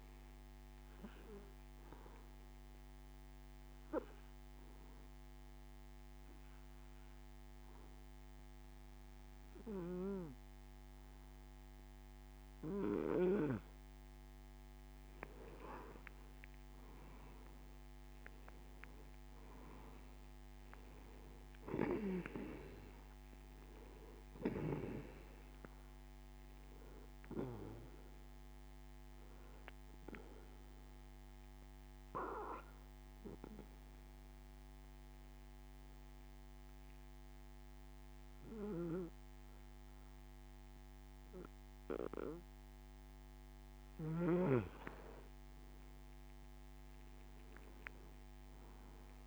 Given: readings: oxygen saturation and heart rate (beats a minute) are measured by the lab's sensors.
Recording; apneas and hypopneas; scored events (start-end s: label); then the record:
breathing in sleep by a microphone on the trachea; 2
0.00-12.50 s: oxygen desaturation (device-marked, oxygen 91% lowest)
0.50-14.00 s: obstructive apnea (oxygen 94% before, 91% lowest)
16.00-20.00 s: arousal
29.50-44.50 s: obstructive apnea (oxygen 95% before, 92% lowest)
From the record:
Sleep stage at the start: N2 (light sleep); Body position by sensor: on the back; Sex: male